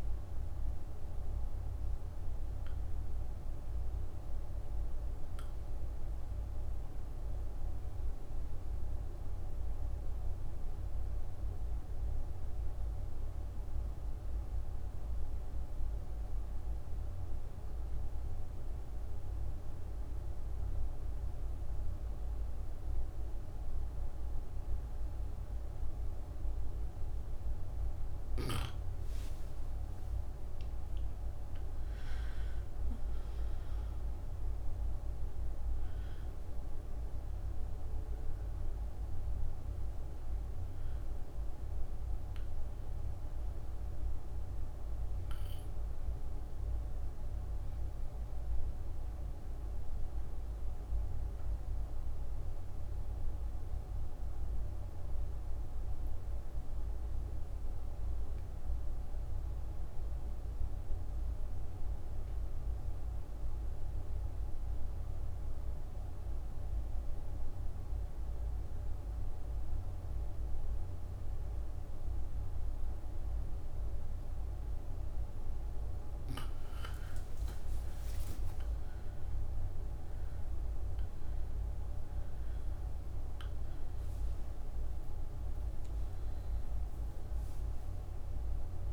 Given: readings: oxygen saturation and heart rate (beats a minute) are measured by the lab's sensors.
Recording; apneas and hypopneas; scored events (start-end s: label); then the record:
breathing in sleep, hard to hear, by a room microphone; 2
0.00-17.50 s: oxygen desaturation (device-marked, oxygen 83% lowest)
6.00-28.50 s: obstructive apnea (oxygen 98% before, 83% lowest)
27.50-58.50 s: oxygen desaturation (device-marked, oxygen 98% before, 86% lowest)
29.00-33.50 s: arousal
46.00-76.00 s: obstructive apnea (oxygen 98% before, 83% lowest)
70.50-88.92 s: oxygen desaturation (device-marked, oxygen 98% before, 83% lowest)
77.00-81.50 s: arousal
From the record:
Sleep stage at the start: N2 (light sleep); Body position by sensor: on the back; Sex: female